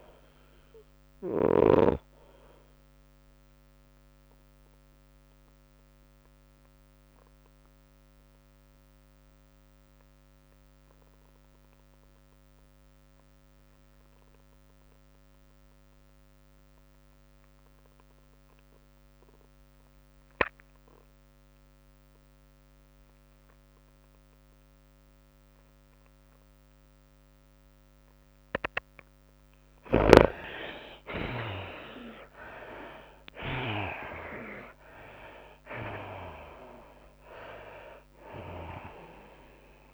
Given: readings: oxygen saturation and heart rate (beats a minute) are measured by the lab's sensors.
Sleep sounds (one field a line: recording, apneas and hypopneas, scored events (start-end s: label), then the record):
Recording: breathing in sleep by a microphone on the trachea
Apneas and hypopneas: 1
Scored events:
0.00-1.00 s: arousal
0.00-2.50 s: snoring (device-marked)
0.00-39.94 s: tachycardia (device-marked, heart rate 122 extreme)
4.00-29.00 s: obstructive apnea (oxygen 99% before, 70% lowest, heart rate 115 before, 103 extreme, up 8 after)
15.50-39.94 s: oxygen desaturation (device-marked, oxygen 95% before, 70% lowest, heart rate 111 before, 99 extreme)
31.50-35.50 s: arousal
33.50-39.94 s: drop in pulse transit time (device-marked, heart rate 106 before, 107 extreme)
From the record:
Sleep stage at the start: N2 (light sleep)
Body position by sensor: on the back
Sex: female